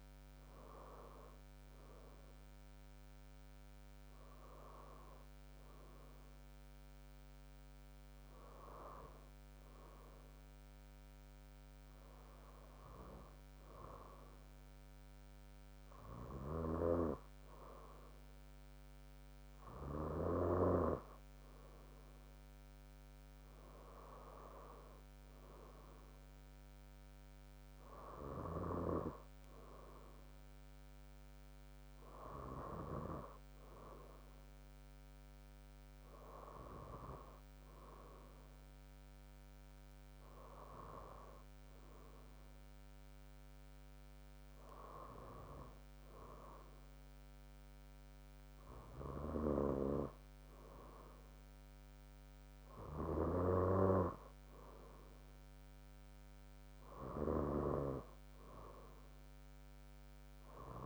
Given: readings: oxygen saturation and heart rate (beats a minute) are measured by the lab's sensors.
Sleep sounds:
breathing in sleep by a microphone on the trachea; none
none scored
From the record:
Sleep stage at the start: N2 (light sleep); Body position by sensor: on the front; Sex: female

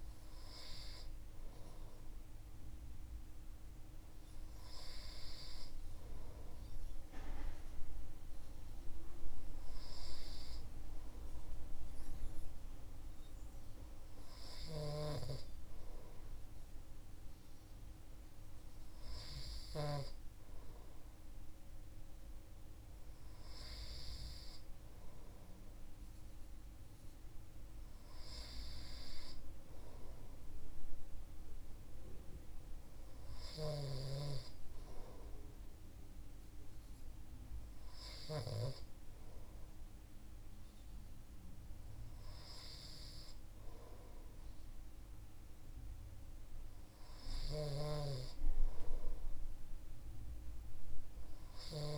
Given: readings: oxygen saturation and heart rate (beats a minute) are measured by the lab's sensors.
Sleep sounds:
breathing in sleep by a room microphone; none
33.00-38.50 s: snoring (device-marked)
From the record:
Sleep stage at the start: N2 (light sleep); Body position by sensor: on the right side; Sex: male

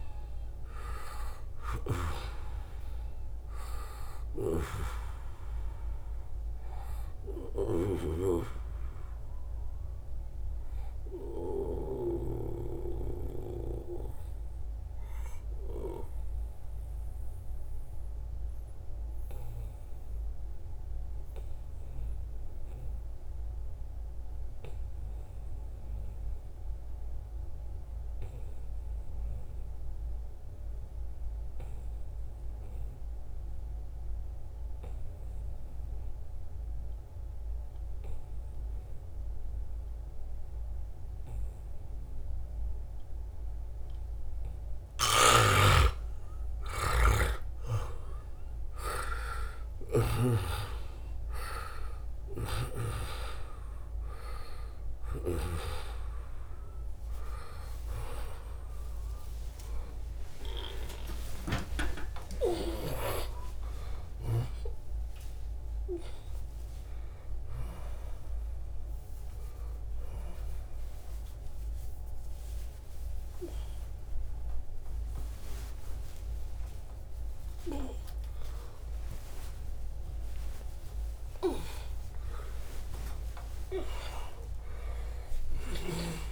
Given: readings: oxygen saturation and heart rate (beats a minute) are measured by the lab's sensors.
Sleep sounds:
a person awake in a sleep study, by a room microphone; 1
0.00-7.50 s: snoring (device-marked)
0.00-19.00 s: oxygen desaturation (device-marked, oxygen 90% lowest, heart rate 65 extreme)
12.00-44.00 s: obstructive apnea (oxygen 97% before, 87% lowest, heart rate 76 before, 67 extreme, up 7 after)
35.00-86.32 s: new sleep stage, awake
36.00-74.00 s: oxygen desaturation (device-marked, oxygen 98% before, 87% lowest, heart rate 75 before, 67 extreme)
44.50-55.00 s: snoring (device-marked)
57.50-59.50 s: long interval between heartbeats (device-marked, heart rate 72 before, 99 extreme)
71.50-73.50 s: long interval between heartbeats (device-marked, heart rate 95 before, 102 extreme)
75.00-77.00 s: long interval between heartbeats (device-marked, heart rate 101 before, 127 extreme)
78.00-80.00 s: long interval between heartbeats (device-marked, heart rate 106 before, 123 extreme)
80.50-82.50 s: long interval between heartbeats (device-marked, heart rate 108 before, 131 extreme)
85.00-86.32 s: snoring (device-marked)
From the record:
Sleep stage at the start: N2 (light sleep); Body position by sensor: on the right side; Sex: male

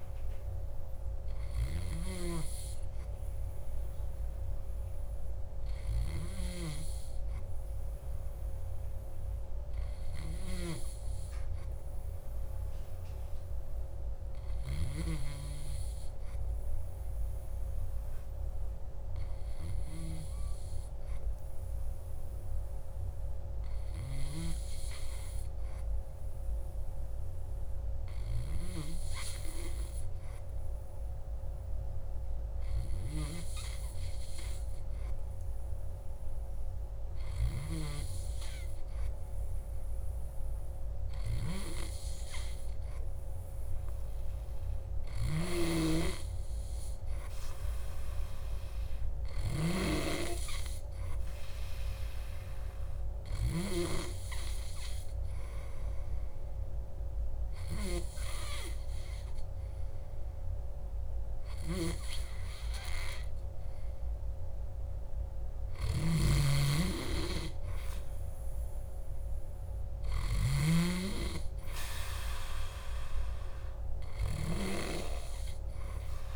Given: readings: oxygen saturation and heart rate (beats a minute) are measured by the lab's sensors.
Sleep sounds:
breathing in sleep by a room microphone; none
none scored
From the record:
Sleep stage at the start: N2 (light sleep); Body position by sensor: on the back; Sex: male

